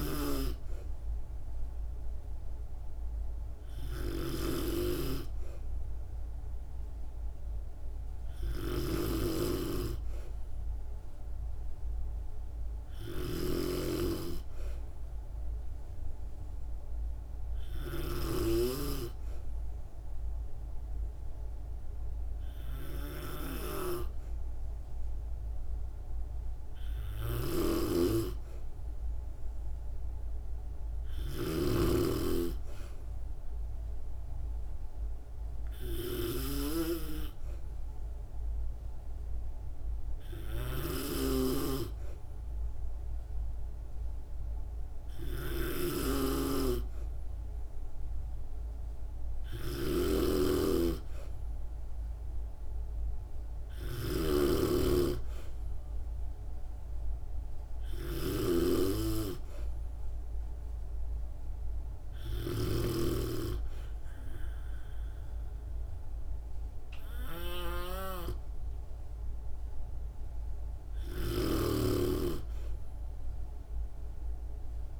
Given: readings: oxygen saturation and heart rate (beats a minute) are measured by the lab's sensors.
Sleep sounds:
breathing in sleep by a room microphone; none
0.00-18.00 s: snoring (device-marked)
27.00-75.00 s: snoring (device-marked)
From the record:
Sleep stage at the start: N2 (light sleep); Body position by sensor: on the back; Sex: female

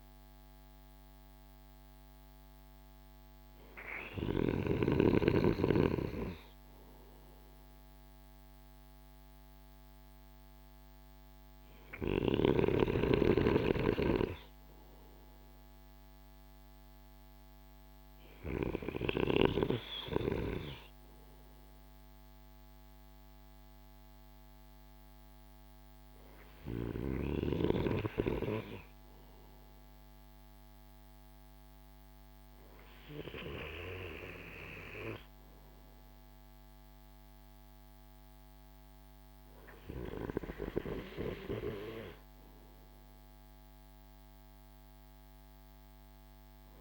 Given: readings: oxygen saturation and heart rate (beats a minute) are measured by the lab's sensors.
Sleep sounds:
breathing in sleep by a microphone on the trachea; none
none scored
From the record:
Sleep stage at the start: N2 (light sleep); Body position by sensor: on the right side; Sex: male

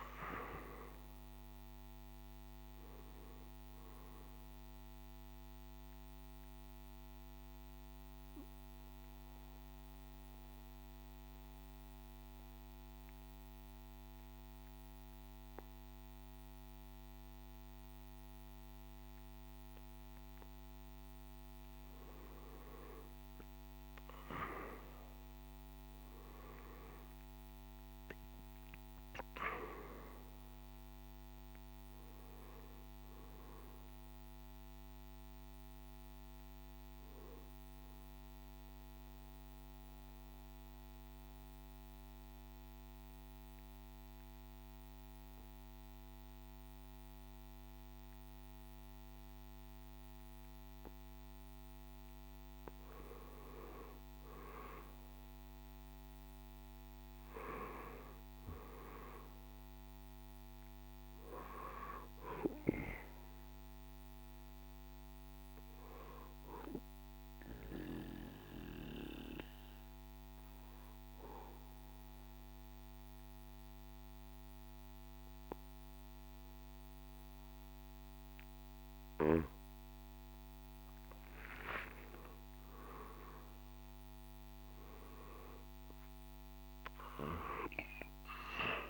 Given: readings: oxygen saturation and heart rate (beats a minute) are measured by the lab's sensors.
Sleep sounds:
breathing in sleep by a microphone on the trachea; 3
6.00-21.00 s: obstructive apnea (oxygen 97% before, 90% lowest, heart rate 62 before, 54 extreme, up 15 after)
7.50-22.50 s: oxygen desaturation (device-marked, oxygen 97% before, 92% lowest, heart rate 63 before, 54 extreme)
24.00-29.00 s: arousal
25.50-38.50 s: drop in pulse transit time (device-marked, heart rate 60 before, 64 extreme)
29.50-51.50 s: oxygen desaturation (device-marked, oxygen 97% before, 90% lowest, heart rate 61 before, 58 extreme)
38.00-53.00 s: mixed apnea (oxygen 97% before, 90% lowest, heart rate 66 before, 58 extreme, up 6 after)
54.50-58.00 s: arousal
65.50-79.50 s: obstructive apnea (oxygen 97% before, 89% lowest, heart rate 63 before, 58 extreme, up 9 after)
65.50-80.50 s: oxygen desaturation (device-marked, oxygen 97% before, 91% lowest, heart rate 63 before, 58 extreme)
81.50-85.50 s: arousal
83.50-88.90 s: drop in pulse transit time (device-marked, heart rate 61 before, 63 extreme)
87.50-88.90 s: oxygen desaturation (device-marked, oxygen 96% before, 90% lowest, heart rate 61 before, 58 extreme)
From the record:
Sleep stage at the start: N2 (light sleep); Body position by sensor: on the back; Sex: male

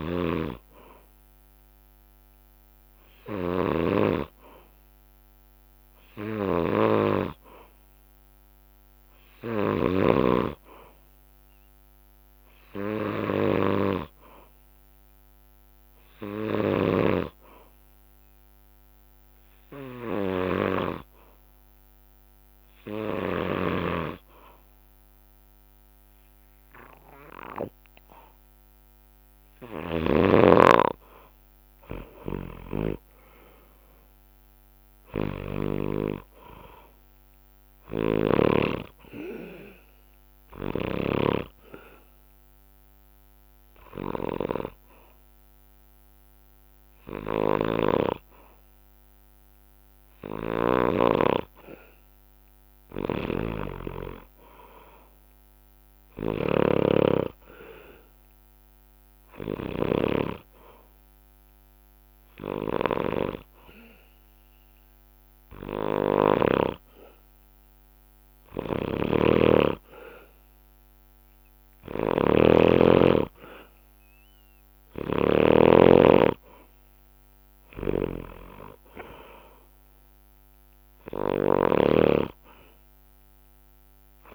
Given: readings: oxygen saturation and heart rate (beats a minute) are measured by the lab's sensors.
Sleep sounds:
breathing in sleep by a microphone on the trachea; 3
0.00-38.00 s: snoring (device-marked)
18.50-28.50 s: hypopnea (oxygen 95% before, 92% lowest, heart rate 66 before, 63 extreme, up 7 after)
31.00-34.00 s: arousal
36.00-45.00 s: drop in pulse transit time (device-marked, heart rate 68 before, 63 extreme)
40.00-50.00 s: hypopnea (oxygen 95% before, 92% lowest, heart rate 68 before, 61 extreme, up 13 after)
47.00-50.50 s: snoring (device-marked)
52.50-66.00 s: snoring (device-marked)
53.00-56.00 s: arousal
62.00-72.50 s: hypopnea (oxygen 97% before, 94% lowest, heart rate 70 before, 62 extreme, up 10 after)
68.00-75.00 s: snoring (device-marked)
76.50-79.50 s: arousal
77.00-84.35 s: snoring (device-marked)
From the record:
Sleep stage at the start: N2 (light sleep); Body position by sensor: on the back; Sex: male

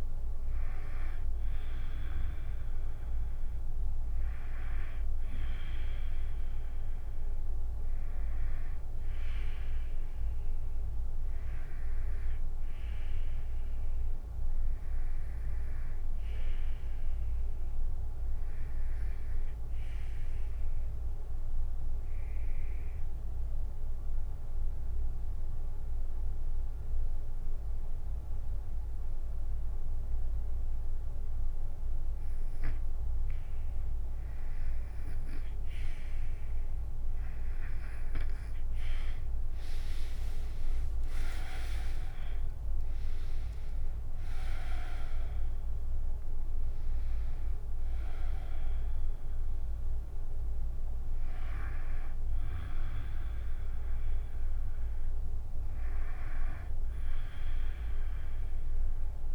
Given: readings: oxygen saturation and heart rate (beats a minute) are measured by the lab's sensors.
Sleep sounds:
breathing in sleep by a room microphone; 1
0.00-2.00 s: drop in pulse transit time (device-marked, heart rate 64 extreme)
0.00-10.00 s: oxygen desaturation (device-marked, oxygen 86% lowest, heart rate 52 extreme)
18.50-33.50 s: obstructive apnea (oxygen 98% before, 85% lowest, heart rate 66 before, 52 extreme, up 16 after)
27.00-59.35 s: oxygen desaturation (device-marked, oxygen 97% before, 85% lowest, heart rate 64 before, 56 extreme)
39.50-44.00 s: arousal
40.00-59.35 s: drop in pulse transit time (device-marked, heart rate 57 before, 66 extreme)
From the record:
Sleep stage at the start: REM sleep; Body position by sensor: on the back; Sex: female

